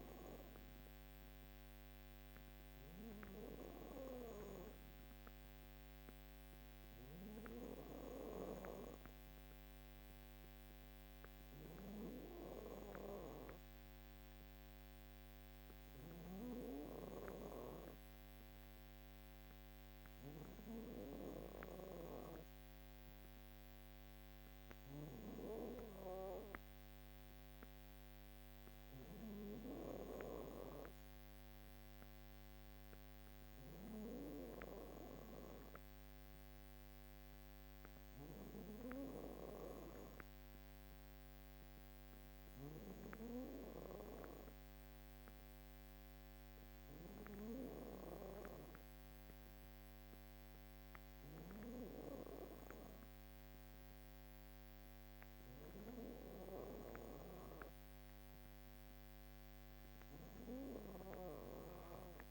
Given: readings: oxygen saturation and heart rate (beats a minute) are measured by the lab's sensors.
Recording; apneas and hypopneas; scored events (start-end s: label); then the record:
breathing in sleep by a microphone on the trachea; none
none scored
From the record:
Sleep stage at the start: N2 (light sleep); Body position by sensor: on the back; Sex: female